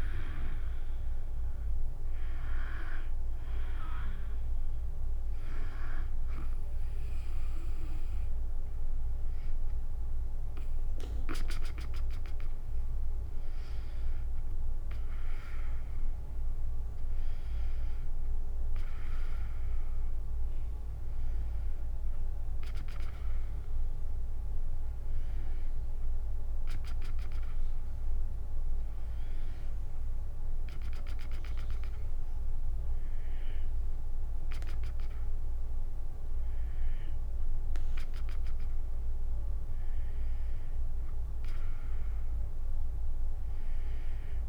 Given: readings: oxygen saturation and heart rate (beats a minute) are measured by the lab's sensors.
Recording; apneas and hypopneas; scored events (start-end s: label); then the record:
breathing in sleep by a room microphone; none
0.00-4.00 s: tachycardia (device-marked, heart rate 147 extreme)
4.00-8.00 s: drop in pulse transit time (device-marked, heart rate 114 before, 99 extreme)
16.00-18.00 s: tachycardia (device-marked, heart rate 90 before, 94 extreme)
24.00-44.49 s: tachycardia (device-marked, heart rate 90 before, 179 extreme)
From the record:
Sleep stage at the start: N2 (light sleep); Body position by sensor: on the back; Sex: female